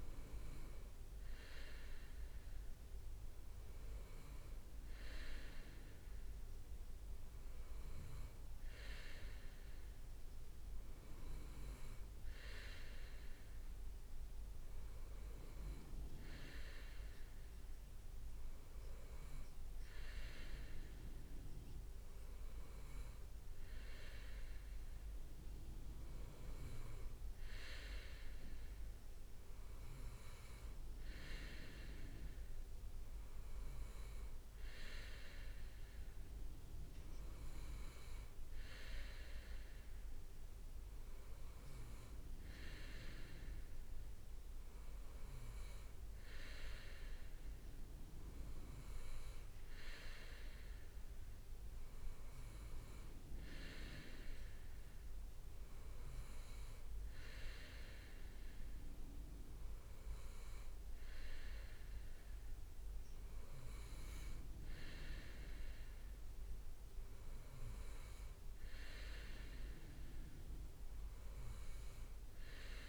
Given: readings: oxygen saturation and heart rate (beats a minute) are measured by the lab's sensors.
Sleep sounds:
breathing in sleep by a room microphone; none
24.00-27.50 s: leg movement (device-marked)
27.50-29.00 s: leg movement (device-marked)
57.50-67.00 s: leg movement (device-marked)
From the record:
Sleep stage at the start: N2 (light sleep); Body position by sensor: on the right side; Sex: male

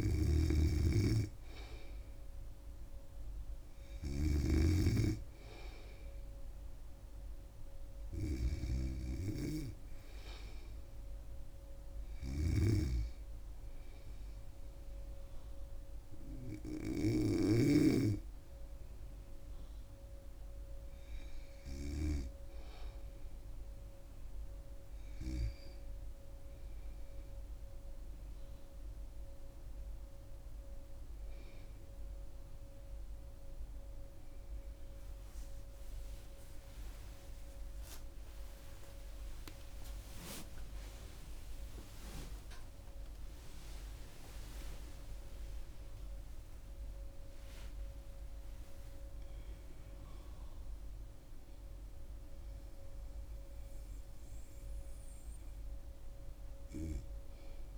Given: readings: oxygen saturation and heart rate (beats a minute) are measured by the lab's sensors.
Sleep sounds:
breathing in sleep by a room microphone; none
0.00-4.50 s: snoring (device-marked)
0.00-12.50 s: oxygen desaturation (device-marked, oxygen 93% lowest, heart rate 79 extreme)
12.50-18.00 s: snoring (device-marked)
38.00-44.00 s: arousal
From the record:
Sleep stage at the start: N2 (light sleep); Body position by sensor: on the back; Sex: female

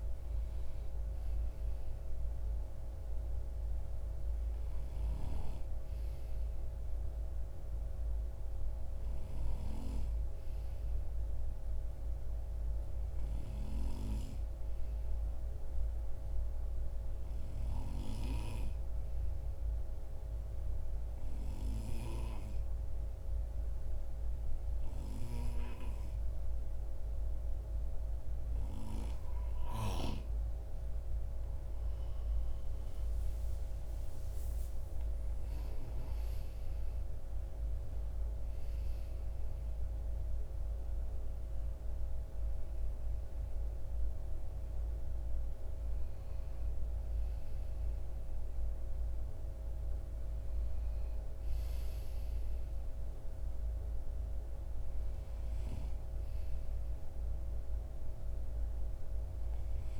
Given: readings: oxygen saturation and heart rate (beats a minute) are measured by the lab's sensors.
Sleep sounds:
breathing in sleep by a room microphone; 1
16.50-29.00 s: obstructive apnea (oxygen 95% before, 90% lowest)
28.50-60.00 s: oxygen desaturation (device-marked, oxygen 95% before, 90% lowest)
32.00-35.50 s: arousal
From the record:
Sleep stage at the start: N2 (light sleep); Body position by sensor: on the right side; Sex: male

